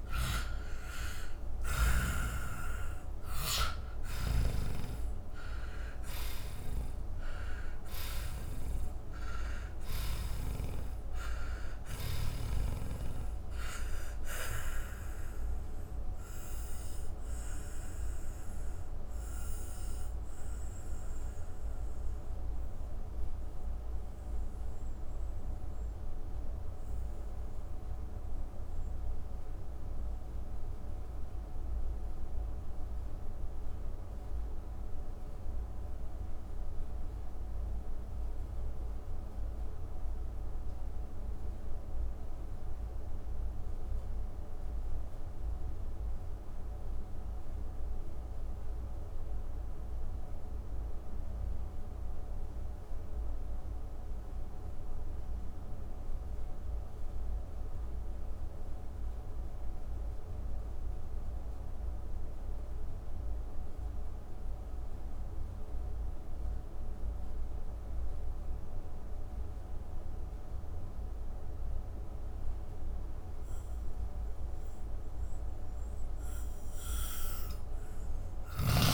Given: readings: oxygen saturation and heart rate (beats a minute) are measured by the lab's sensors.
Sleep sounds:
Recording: breathing in sleep by a room microphone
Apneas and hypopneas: 1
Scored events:
0.00-1.00 s: arousal
0.00-1.50 s: snoring (device-marked)
0.00-14.50 s: oxygen desaturation (device-marked, oxygen 90% lowest)
3.50-11.50 s: snoring (device-marked)
16.50-50.50 s: oxygen desaturation (device-marked, oxygen 92% before, 81% lowest)
16.50-74.50 s: mixed apnea (oxygen 96% before, 80% lowest)
70.50-78.94 s: oxygen desaturation (device-marked, oxygen 99% before, 80% lowest, heart rate 158 before, 127 extreme)
From the record:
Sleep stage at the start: N2 (light sleep)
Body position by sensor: on the back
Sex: male

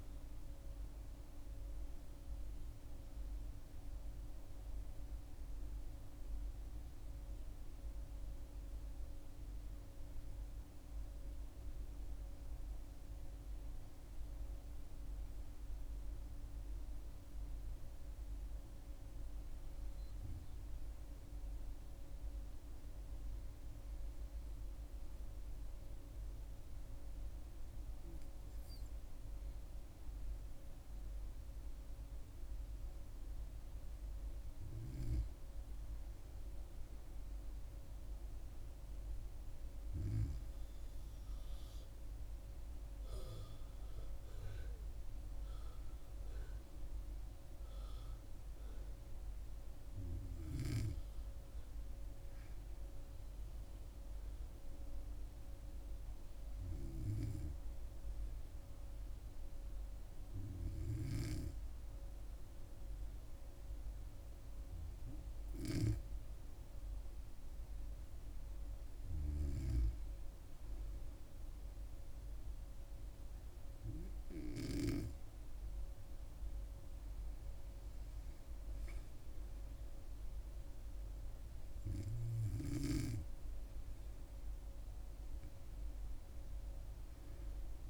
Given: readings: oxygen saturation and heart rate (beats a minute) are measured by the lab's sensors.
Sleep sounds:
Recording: breathing in sleep by a room microphone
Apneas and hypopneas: 1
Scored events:
6.00-9.50 s: arousal
13.00-25.50 s: hypopnea (oxygen 96% before, 95% lowest, heart rate 74 before, 67 extreme)
27.50-31.00 s: arousal
From the record:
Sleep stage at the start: N2 (light sleep)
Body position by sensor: on the back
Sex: female

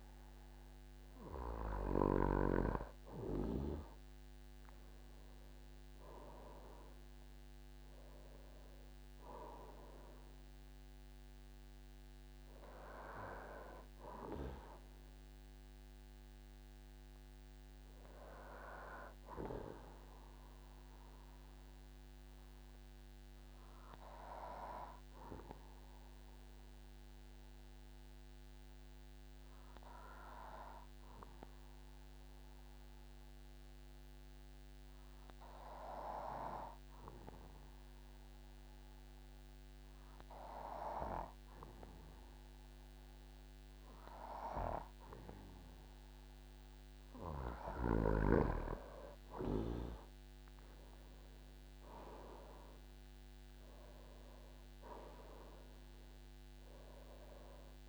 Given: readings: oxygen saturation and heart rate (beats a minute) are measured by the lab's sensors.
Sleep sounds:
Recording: breathing in sleep by a microphone on the trachea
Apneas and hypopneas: 1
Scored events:
2.00-30.00 s: oxygen desaturation (device-marked, oxygen 98% before, 93% lowest, heart rate 49 before, 47 extreme)
4.00-9.00 s: arousal
25.50-45.50 s: obstructive apnea (oxygen 98% before, 92% lowest, heart rate 54 before, 47 extreme, up 14 after)
46.00-57.89 s: oxygen desaturation (device-marked, oxygen 98% before, 92% lowest, heart rate 49 before, 47 extreme)
49.00-53.00 s: arousal
From the record:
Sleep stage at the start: N2 (light sleep)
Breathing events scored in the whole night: 282 in 3.9 hours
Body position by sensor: on the back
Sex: male

